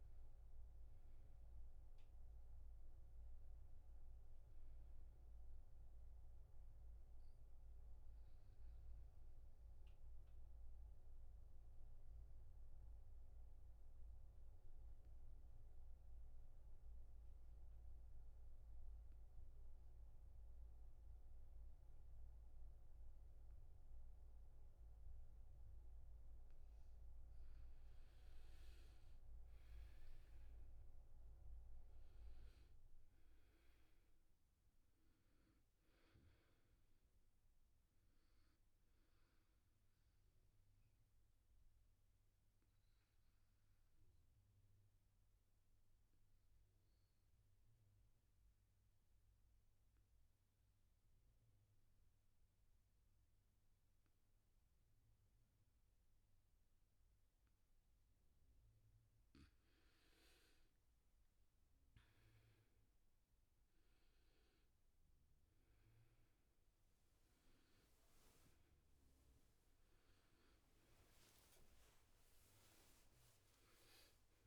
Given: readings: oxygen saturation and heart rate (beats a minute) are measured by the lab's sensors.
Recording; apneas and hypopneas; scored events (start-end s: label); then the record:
breathing in sleep, hard to hear, by a room microphone; 2
0.00-11.00 s: oxygen desaturation (device-marked, oxygen 82% lowest, heart rate 69 extreme)
6.50-26.00 s: obstructive apnea (oxygen 100% before, 83% lowest, heart rate 78 before, 69 extreme, up 12 after)
27.50-31.50 s: arousal
28.00-48.00 s: oxygen desaturation (device-marked, oxygen 99% before, 84% lowest, heart rate 72 before, 69 extreme)
39.00-57.50 s: obstructive apnea (oxygen 100% before, 84% lowest, heart rate 75 before, 69 extreme, up 11 after)
60.00-74.47 s: new sleep stage, awake
61.00-74.47 s: oxygen desaturation (device-marked, oxygen 99% before, 86% lowest, heart rate 72 before, 72 extreme)
From the record:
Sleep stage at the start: N2 (light sleep); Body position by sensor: on the back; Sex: male